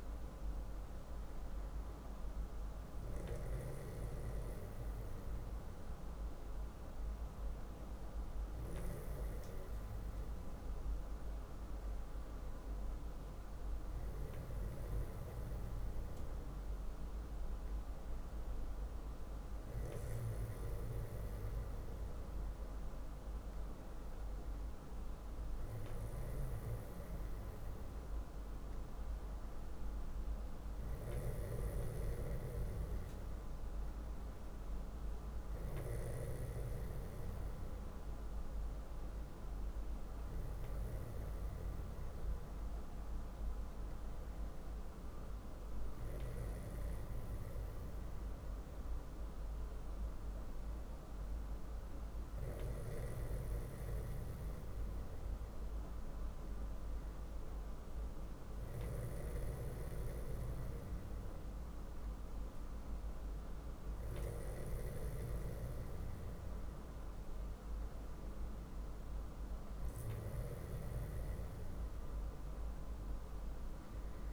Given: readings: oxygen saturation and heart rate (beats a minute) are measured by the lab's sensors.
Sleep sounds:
breathing in sleep, hard to hear, by a room microphone; none
none scored
From the record:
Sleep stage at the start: N2 (light sleep); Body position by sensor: on the back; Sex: male

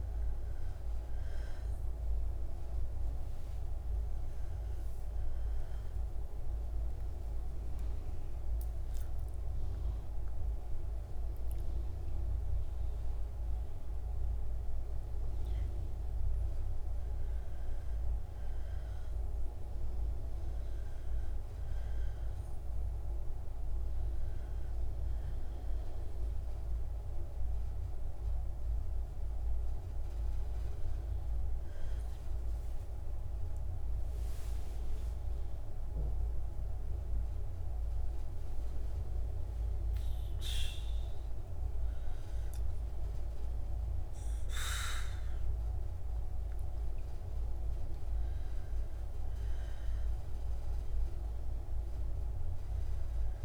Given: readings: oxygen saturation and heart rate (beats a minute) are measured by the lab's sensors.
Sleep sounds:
a person partly awake in a sleep study, hard to hear, by a room microphone; none
0.00-2.50 s: oxygen desaturation (device-marked, oxygen 93% lowest, heart rate 60 extreme)
17.50-53.45 s: new sleep stage, N2 (light sleep)
21.50-32.50 s: oxygen desaturation (device-marked, oxygen 96% before, 90% lowest, heart rate 61 before, 58 extreme)
41.50-45.50 s: arousal
49.50-53.45 s: oxygen desaturation (device-marked, oxygen 97% before, 91% lowest, heart rate 60 before, 59 extreme)
From the record:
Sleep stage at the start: awake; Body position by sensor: on the back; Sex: female

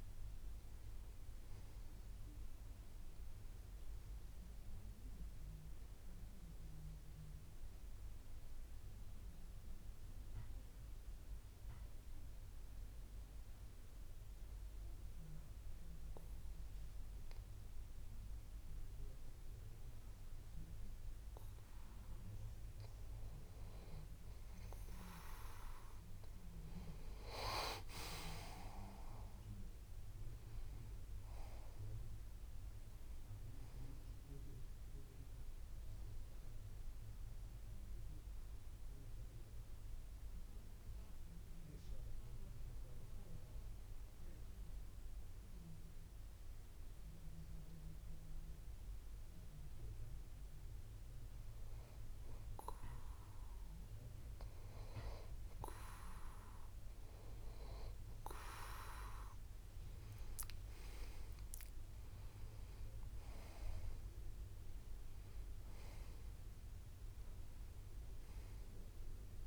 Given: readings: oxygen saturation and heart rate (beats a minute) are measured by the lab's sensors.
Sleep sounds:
breathing in sleep by a room microphone; 2
11.50-22.50 s: mixed apnea (oxygen 93% before, 90% lowest)
28.00-31.00 s: arousal
31.00-41.00 s: oxygen desaturation (device-marked, oxygen 94% before, 90% lowest)
38.00-51.00 s: mixed apnea (oxygen 94% before, 90% lowest)
54.00-58.00 s: arousal
62.00-69.46 s: oxygen desaturation (device-marked, oxygen 96% before, 91% lowest)
From the record:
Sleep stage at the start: N2 (light sleep); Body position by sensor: on the back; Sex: male

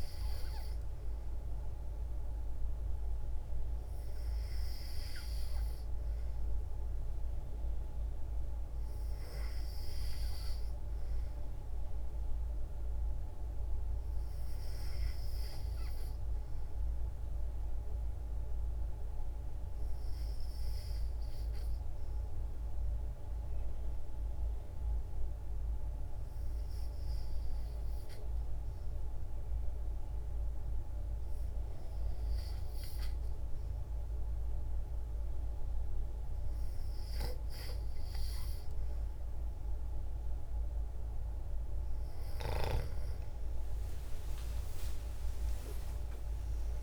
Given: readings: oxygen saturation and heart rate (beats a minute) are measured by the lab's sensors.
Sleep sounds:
breathing in sleep, hard to hear, by a room microphone; 1
22.00-34.50 s: obstructive apnea (oxygen 94% before, 92% lowest, heart rate 59 before, 59 extreme, up 3 after)
31.00-46.83 s: new sleep stage, N2 (light sleep)
42.50-46.83 s: arousal
From the record:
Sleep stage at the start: N3 (deep sleep); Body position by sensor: on the back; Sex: female

